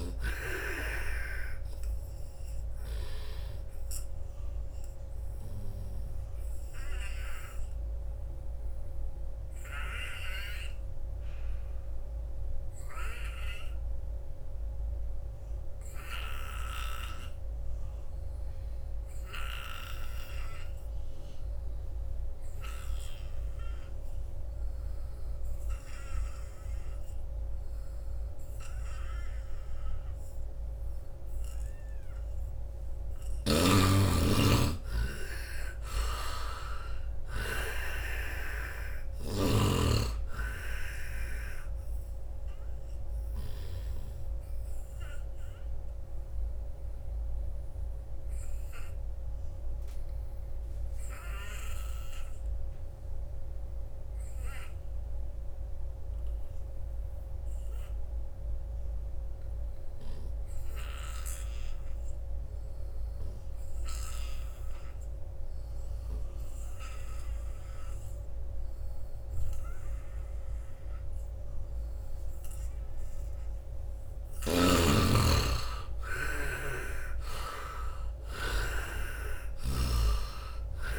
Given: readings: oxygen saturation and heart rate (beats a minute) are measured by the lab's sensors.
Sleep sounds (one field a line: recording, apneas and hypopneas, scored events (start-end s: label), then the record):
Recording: breathing in sleep by a room microphone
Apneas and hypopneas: 2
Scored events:
0.00-17.50 s: oxygen desaturation (device-marked, oxygen 76% lowest, heart rate 68 extreme)
4.00-31.50 s: obstructive apnea (oxygen 98% before, 74% lowest, heart rate 76 before, 72 extreme, up 11 after)
19.50-57.50 s: oxygen desaturation (device-marked, oxygen 98% before, 74% lowest, heart rate 84 before, 67 extreme)
33.00-36.00 s: arousal
35.50-43.50 s: snoring (device-marked)
45.00-73.00 s: obstructive apnea (oxygen 98% before, 74% lowest, heart rate 80 before, 67 extreme, up 19 after)
72.50-80.99 s: oxygen desaturation (device-marked, oxygen 96% before, 74% lowest, heart rate 81 before, 68 extreme)
74.00-78.50 s: snoring (device-marked)
74.50-78.00 s: arousal
From the record:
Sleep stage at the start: N2 (light sleep)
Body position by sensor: on the front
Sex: male